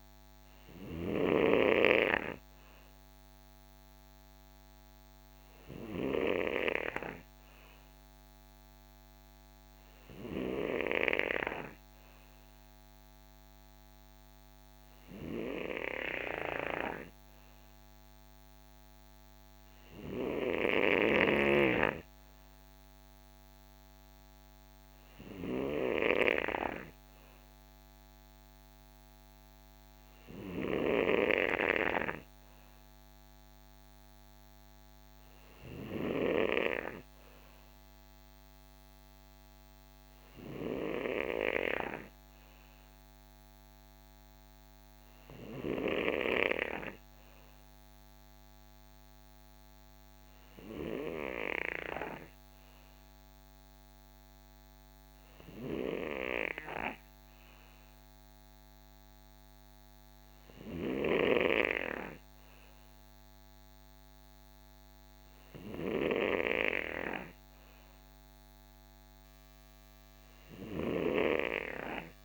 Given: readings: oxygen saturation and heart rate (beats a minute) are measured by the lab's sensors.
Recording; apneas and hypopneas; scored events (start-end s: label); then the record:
breathing in sleep by a microphone on the trachea; none
none scored
From the record:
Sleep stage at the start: N3 (deep sleep); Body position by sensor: on the right side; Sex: male